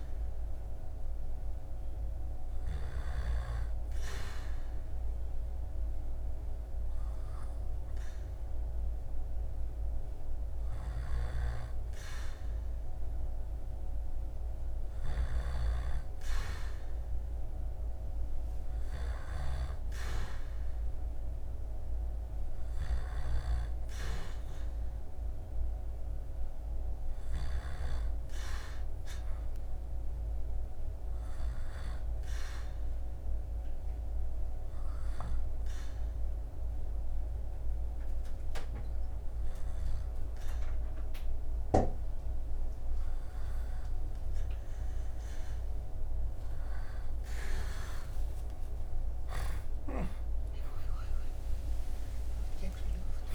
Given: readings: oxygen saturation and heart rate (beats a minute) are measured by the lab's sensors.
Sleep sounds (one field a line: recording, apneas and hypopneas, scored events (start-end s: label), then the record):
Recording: breathing in sleep by a room microphone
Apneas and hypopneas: 1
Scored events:
0.00-2.50 s: snoring (device-marked)
10.00-27.50 s: snoring (device-marked)
23.50-53.35 s: new sleep stage, N2 (light sleep)
34.00-44.50 s: hypopnea (oxygen 97% before, 94% lowest, heart rate 76 before, 78 extreme, up 5 after)
46.50-51.50 s: arousal
From the record:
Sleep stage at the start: REM sleep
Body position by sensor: on the back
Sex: male